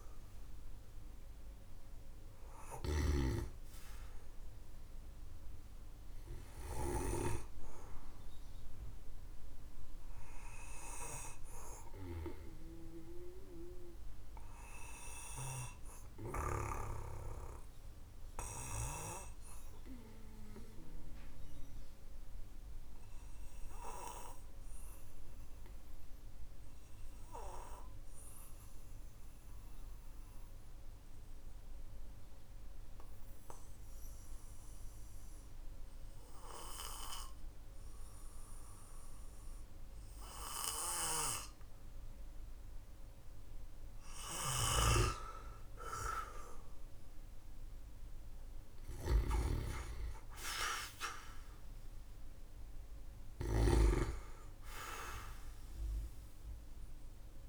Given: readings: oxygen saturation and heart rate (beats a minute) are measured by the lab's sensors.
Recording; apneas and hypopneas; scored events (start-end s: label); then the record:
breathing in sleep by a room microphone; 1
0.00-3.00 s: snoring (device-marked)
1.50-11.50 s: oxygen desaturation (device-marked, oxygen 99% before, 95% lowest, heart rate 53 before, 47 extreme)
11.50-16.00 s: snoring (device-marked)
24.00-43.00 s: obstructive apnea (oxygen 99% before, 93% lowest, heart rate 54 before, 48 extreme, up 15 after)
44.00-57.49 s: snoring (device-marked)
47.00-52.00 s: arousal
From the record:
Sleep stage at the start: N2 (light sleep); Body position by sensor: on the back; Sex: male